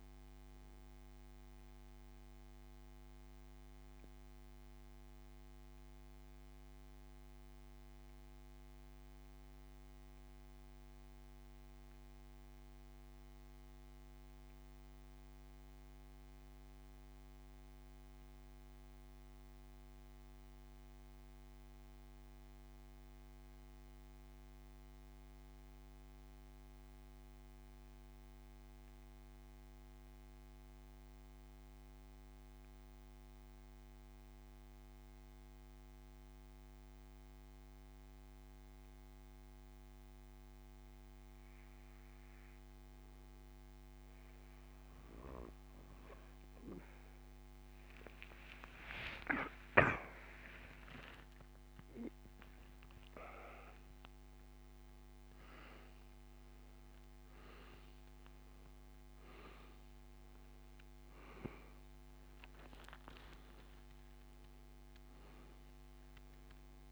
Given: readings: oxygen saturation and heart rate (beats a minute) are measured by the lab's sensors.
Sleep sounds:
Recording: breathing in sleep by a microphone on the trachea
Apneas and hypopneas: 1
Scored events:
0.00-2.00 s: oxygen desaturation (device-marked, oxygen 94% lowest)
2.50-45.50 s: mixed apnea (oxygen 98% before, 85% lowest)
14.00-38.00 s: oxygen desaturation (device-marked, oxygen 95% before, 87% lowest)
48.00-66.91 s: new sleep stage, N1 (lightest sleep)
48.50-54.00 s: arousal
51.00-66.91 s: oxygen desaturation (device-marked, oxygen 98% before, 91% lowest)
From the record:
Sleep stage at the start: N2 (light sleep)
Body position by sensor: on the back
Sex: male

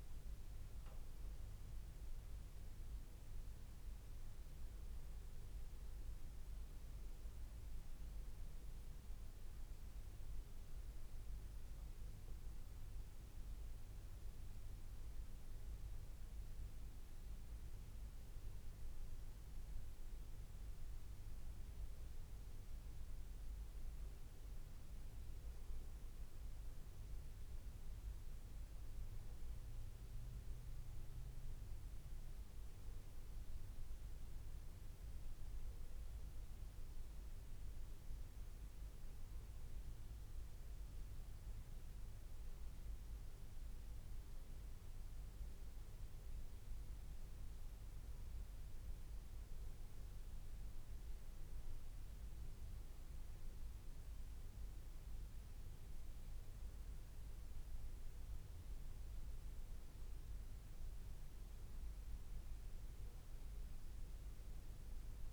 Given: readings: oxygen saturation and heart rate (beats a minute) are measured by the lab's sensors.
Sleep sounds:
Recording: breathing in sleep, hard to hear, by a room microphone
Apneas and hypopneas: none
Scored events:
none scored
From the record:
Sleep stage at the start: N2 (light sleep)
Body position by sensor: on the back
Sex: male

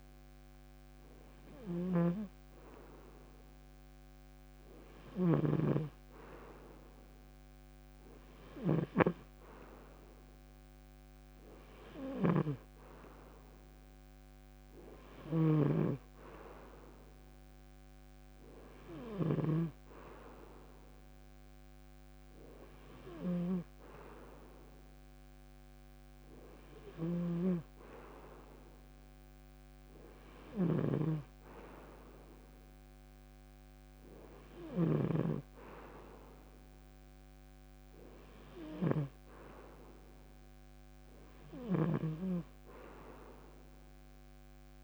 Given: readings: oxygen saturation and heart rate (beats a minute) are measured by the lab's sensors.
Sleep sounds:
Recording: breathing in sleep by a microphone on the trachea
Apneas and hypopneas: none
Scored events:
0.00-44.83 s: snoring (device-marked)
From the record:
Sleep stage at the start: N2 (light sleep)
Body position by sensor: on the front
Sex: male

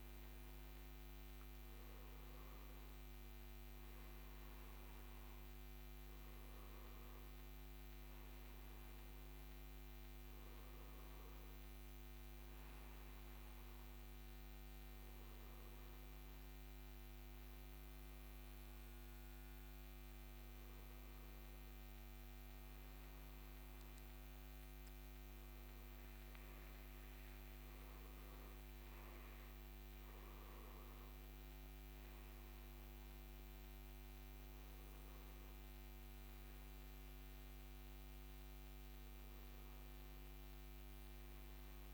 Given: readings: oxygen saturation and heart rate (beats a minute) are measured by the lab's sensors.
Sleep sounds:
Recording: breathing in sleep, hard to hear, by a microphone on the trachea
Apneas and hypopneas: none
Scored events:
27.00-30.50 s: arousal
From the record:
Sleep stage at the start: N2 (light sleep)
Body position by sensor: on the front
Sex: male

